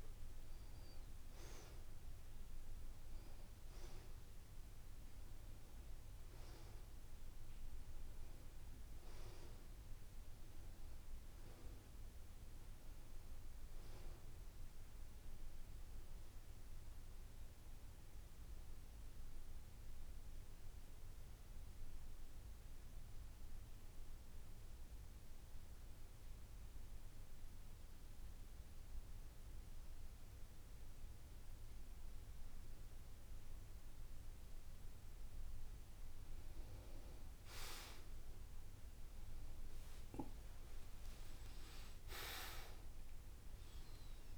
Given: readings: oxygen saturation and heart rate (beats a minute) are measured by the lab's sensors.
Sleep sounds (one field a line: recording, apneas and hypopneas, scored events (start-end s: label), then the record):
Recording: breathing in sleep, hard to hear, by a room microphone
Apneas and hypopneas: 1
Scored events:
0.00-10.00 s: oxygen desaturation (device-marked, oxygen 83% lowest, heart rate 70 extreme)
13.00-17.00 s: arousal
20.00-35.50 s: central apnea (oxygen 97% before, 87% lowest, heart rate 77 before, 70 extreme, up 7 after)
35.00-44.38 s: oxygen desaturation (device-marked, oxygen 95% before, 87% lowest, heart rate 72 before, 67 extreme)
37.00-44.38 s: new sleep stage, N1 (lightest sleep)
37.50-41.00 s: arousal
From the record:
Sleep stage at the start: N2 (light sleep)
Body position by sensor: on the back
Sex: male